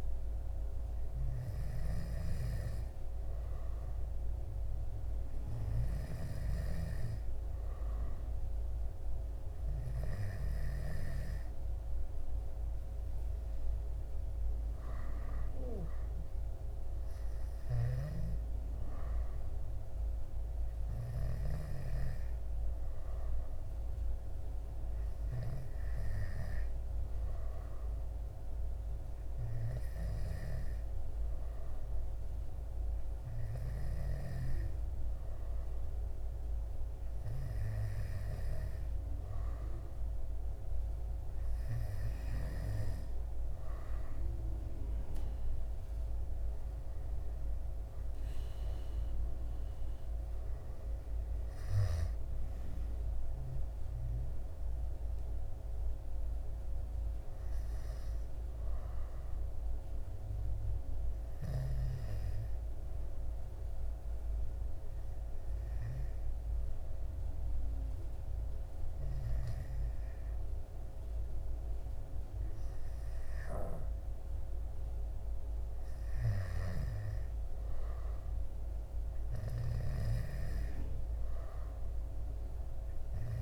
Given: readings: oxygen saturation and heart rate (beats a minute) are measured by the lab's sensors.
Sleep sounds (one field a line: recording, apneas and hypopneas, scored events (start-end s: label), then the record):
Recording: breathing in sleep, hard to hear, by a room microphone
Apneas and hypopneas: none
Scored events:
46.50-56.50 s: oxygen desaturation (device-marked, oxygen 98% before, 94% lowest, heart rate 66 before, 67 extreme)
From the record:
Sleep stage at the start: N2 (light sleep)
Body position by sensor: on the back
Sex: male